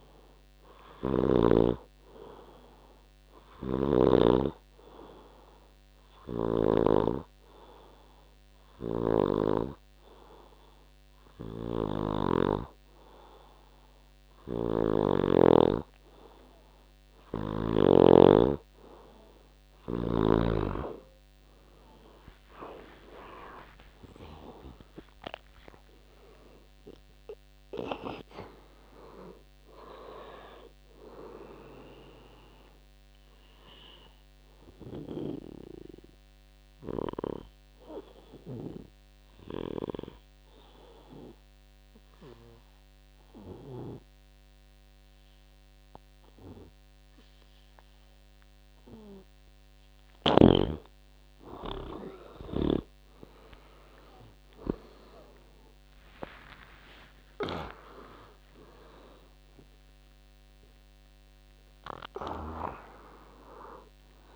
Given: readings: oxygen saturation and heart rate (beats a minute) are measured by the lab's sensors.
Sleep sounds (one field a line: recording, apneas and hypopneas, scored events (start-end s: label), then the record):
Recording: breathing in sleep by a microphone on the trachea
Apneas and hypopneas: 2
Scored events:
0.00-2.00 s: snoring (device-marked)
0.00-7.00 s: oxygen desaturation (device-marked, oxygen 96% before, 92% lowest, heart rate 66 before, 66 extreme)
3.50-19.50 s: hypopnea (oxygen 96% before, 90% lowest, heart rate 67 before, 63 extreme, up 14 after)
23.00-27.00 s: arousal
26.00-37.00 s: oxygen desaturation (device-marked, oxygen 96% before, 91% lowest, heart rate 69 before, 63 extreme)
35.00-50.00 s: obstructive apnea (oxygen 96% before, 90% lowest, heart rate 73 before, 66 extreme, up 21 after)
53.50-57.50 s: arousal
58.00-64.36 s: oxygen desaturation (device-marked, oxygen 98% before, 91% lowest, heart rate 71 before, 64 extreme)
From the record:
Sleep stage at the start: N2 (light sleep)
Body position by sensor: on the back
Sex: male